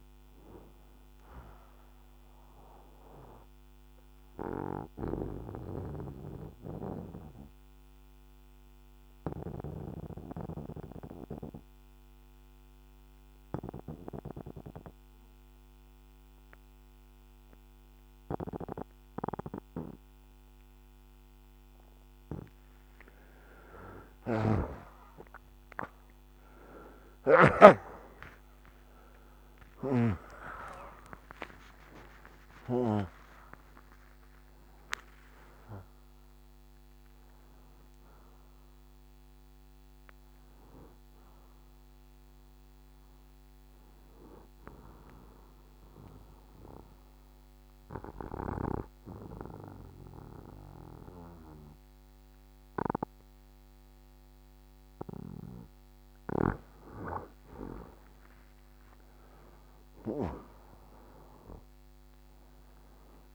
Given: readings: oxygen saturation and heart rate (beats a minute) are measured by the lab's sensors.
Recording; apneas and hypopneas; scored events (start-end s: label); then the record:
breathing in sleep by a microphone on the trachea; 2
3.00-20.50 s: obstructive apnea (oxygen 97% before, 82% lowest, heart rate 41 before, 29 extreme, up 42 after)
5.00-17.00 s: oxygen desaturation (device-marked, oxygen 97% before, 93% lowest, heart rate 41 before, 29 extreme)
24.00-28.00 s: arousal
32.00-49.00 s: oxygen desaturation (device-marked, oxygen 95% before, 82% lowest)
42.00-55.00 s: obstructive apnea (oxygen 95% before, 82% lowest)
60.00-63.35 s: arousal
From the record:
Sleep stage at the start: N2 (light sleep); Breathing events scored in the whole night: 141 in 3.2 hours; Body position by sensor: on the right side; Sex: male